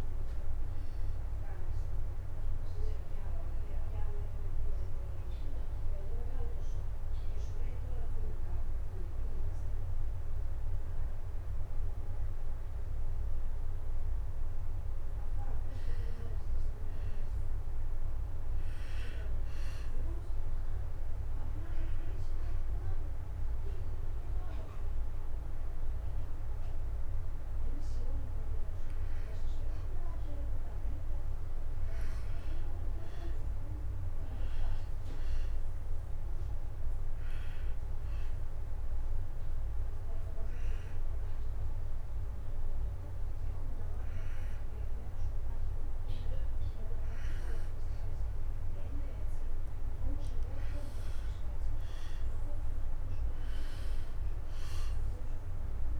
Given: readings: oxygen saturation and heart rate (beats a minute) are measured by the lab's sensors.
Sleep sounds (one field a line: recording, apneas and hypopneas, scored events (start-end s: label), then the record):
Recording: breathing in sleep, hard to hear, by a room microphone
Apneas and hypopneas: 3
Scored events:
0.00-9.00 s: oxygen desaturation (device-marked, oxygen 90% lowest)
5.50-15.50 s: obstructive apnea (oxygen 97% before, 91% lowest)
16.50-19.00 s: arousal
20.00-30.00 s: oxygen desaturation (device-marked, oxygen 97% before, 91% lowest)
20.50-30.50 s: obstructive apnea (oxygen 97% before, 90% lowest)
32.00-34.50 s: arousal
35.00-49.00 s: oxygen desaturation (device-marked, oxygen 96% before, 92% lowest, heart rate 67 before, 38 extreme)
39.00-49.50 s: obstructive apnea (oxygen 97% before, 90% lowest, heart rate 56 before, 64 extreme, up 49 after)
51.50-54.50 s: arousal
54.00-56.00 s: oxygen desaturation (device-marked, oxygen 95% before, 91% lowest)
From the record:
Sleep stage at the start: N2 (light sleep)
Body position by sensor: on the back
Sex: male